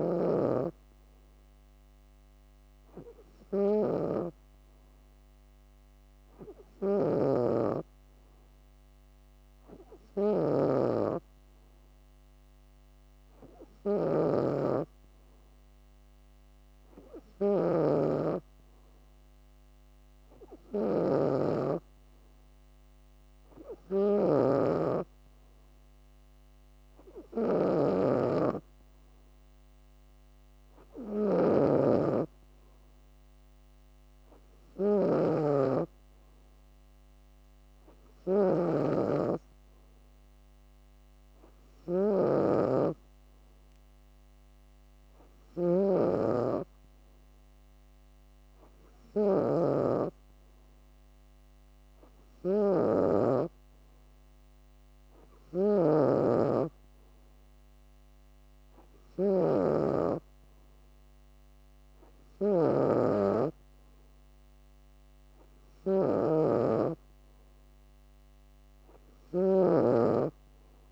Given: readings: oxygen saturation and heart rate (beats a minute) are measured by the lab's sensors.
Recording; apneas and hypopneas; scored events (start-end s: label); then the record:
breathing in sleep by a microphone on the trachea; none
6.50-70.92 s: snoring (device-marked)
From the record:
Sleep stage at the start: N3 (deep sleep); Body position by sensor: on the back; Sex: female